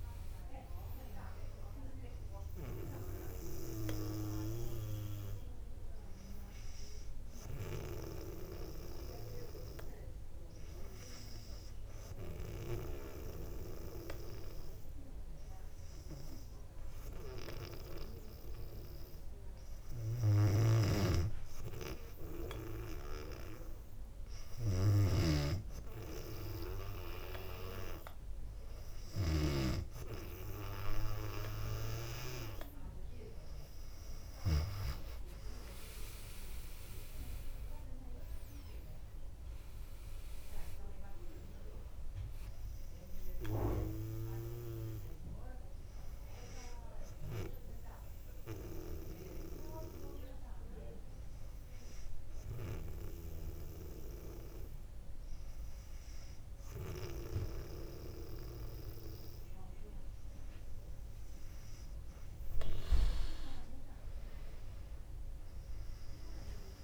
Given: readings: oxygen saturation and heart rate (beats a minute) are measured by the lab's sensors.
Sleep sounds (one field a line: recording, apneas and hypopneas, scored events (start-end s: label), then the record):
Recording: breathing in sleep by a room microphone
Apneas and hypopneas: 2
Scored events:
3.50-28.50 s: hypopnea (oxygen 99% before, 97% lowest, heart rate 60 before, 55 extreme, up 7 after)
20.50-30.00 s: snoring (device-marked)
35.50-39.00 s: arousal
36.00-50.00 s: drop in pulse transit time (device-marked, heart rate 63 before, 55 extreme)
45.50-62.00 s: hypopnea (oxygen 99% before, 97% lowest, heart rate 65 before, 55 extreme, up 6 after)
63.50-66.50 s: arousal
From the record:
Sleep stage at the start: N2 (light sleep)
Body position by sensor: on the back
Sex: female